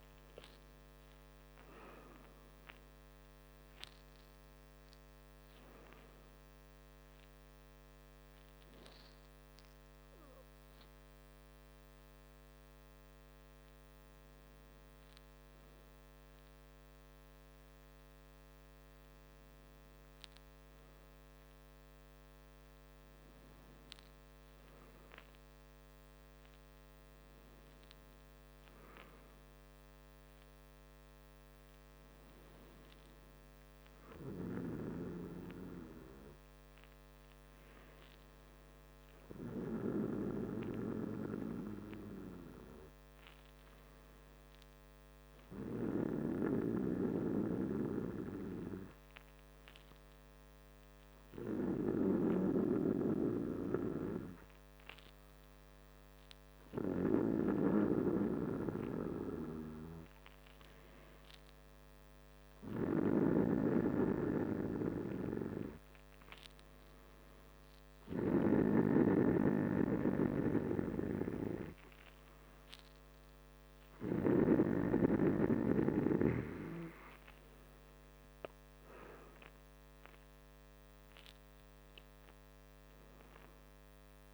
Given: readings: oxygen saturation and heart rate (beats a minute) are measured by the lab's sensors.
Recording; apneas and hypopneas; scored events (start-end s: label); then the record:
breathing in sleep by a microphone on the trachea; none
0.50-4.00 s: arousal
77.50-82.50 s: arousal
From the record:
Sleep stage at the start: N2 (light sleep); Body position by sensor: on the back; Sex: male